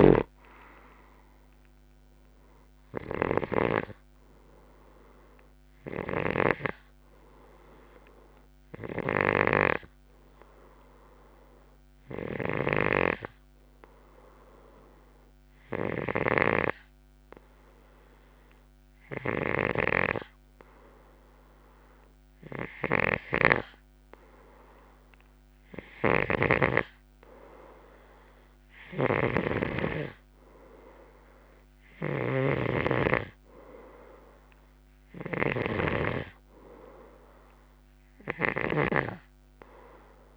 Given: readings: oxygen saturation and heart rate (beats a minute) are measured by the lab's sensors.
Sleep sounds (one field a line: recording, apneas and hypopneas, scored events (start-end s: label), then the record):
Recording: breathing in sleep by a microphone on the trachea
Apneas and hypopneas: none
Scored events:
0.00-40.36 s: snoring (device-marked)
From the record:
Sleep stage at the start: N2 (light sleep)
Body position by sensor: on the left side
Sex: male